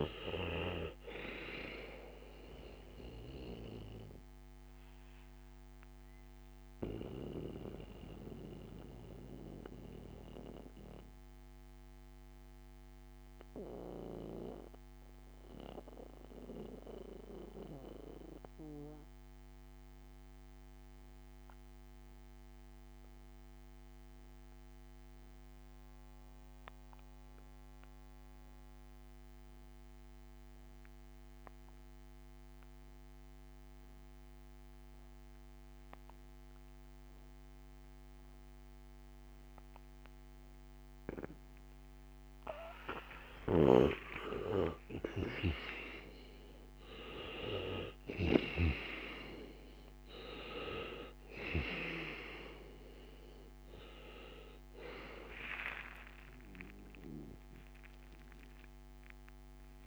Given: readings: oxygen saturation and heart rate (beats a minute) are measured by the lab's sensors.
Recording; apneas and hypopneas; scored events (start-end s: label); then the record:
breathing in sleep by a microphone on the trachea; 1
0.00-29.00 s: oxygen desaturation (device-marked, oxygen 83% lowest, heart rate 55 extreme)
5.00-42.00 s: mixed apnea (oxygen 98% before, 82% lowest, heart rate 63 before, 55 extreme, up 7 after)
43.00-59.87 s: oxygen desaturation (device-marked, oxygen 98% before, 82% lowest, heart rate 62 before, 56 extreme)
55.50-59.87 s: arousal
From the record:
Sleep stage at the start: N2 (light sleep); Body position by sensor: on the back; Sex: male